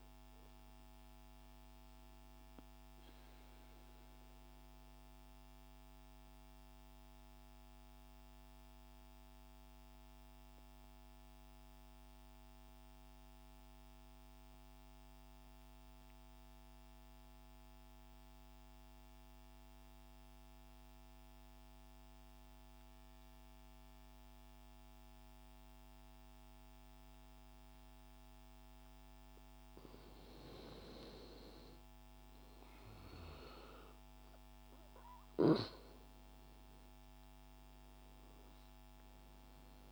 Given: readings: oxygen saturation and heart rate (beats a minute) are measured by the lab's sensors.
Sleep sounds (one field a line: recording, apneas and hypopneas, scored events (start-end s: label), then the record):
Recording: breathing in sleep by a microphone on the trachea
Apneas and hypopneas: 1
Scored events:
0.00-11.00 s: oxygen desaturation (device-marked, oxygen 88% lowest, heart rate 27 extreme)
2.50-28.00 s: central apnea (oxygen 95% before, 88% lowest, heart rate 75 before, 75 extreme)
29.50-34.50 s: arousal
30.00-39.92 s: oxygen desaturation (device-marked, oxygen 98% before, 92% lowest)
From the record:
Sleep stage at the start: N2 (light sleep)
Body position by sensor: on the right side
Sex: male